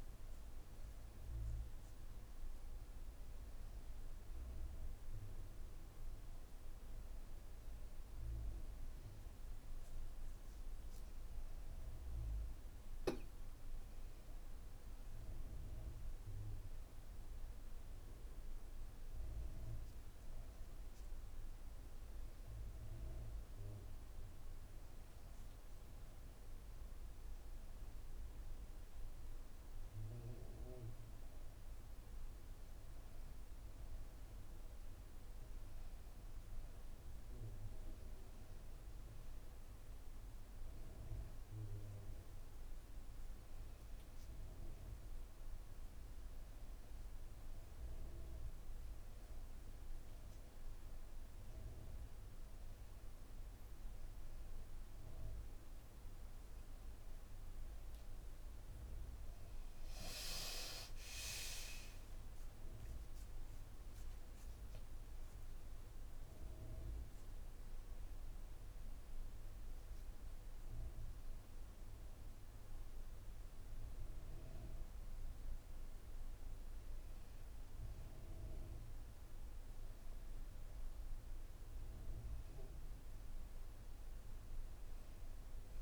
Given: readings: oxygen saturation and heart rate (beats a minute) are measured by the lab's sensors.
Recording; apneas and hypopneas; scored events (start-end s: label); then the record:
a person awake in a sleep study, hard to hear, by a room microphone; none
32.00-85.82 s: new sleep stage, awake
From the record:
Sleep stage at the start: N1 (lightest sleep); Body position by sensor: on the back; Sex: female